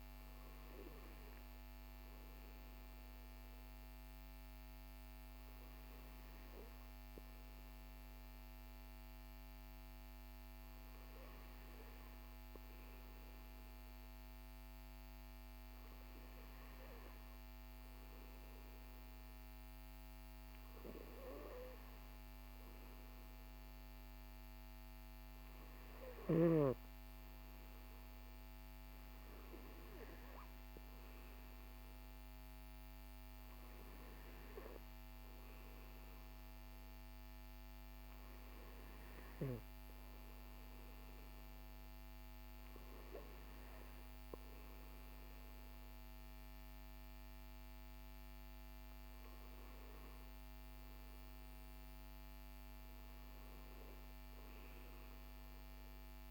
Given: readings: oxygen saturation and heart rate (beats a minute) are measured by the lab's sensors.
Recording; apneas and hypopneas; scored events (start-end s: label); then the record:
breathing in sleep, hard to hear, by a microphone on the trachea; none
none scored
From the record:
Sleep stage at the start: N2 (light sleep); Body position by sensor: on the back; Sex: male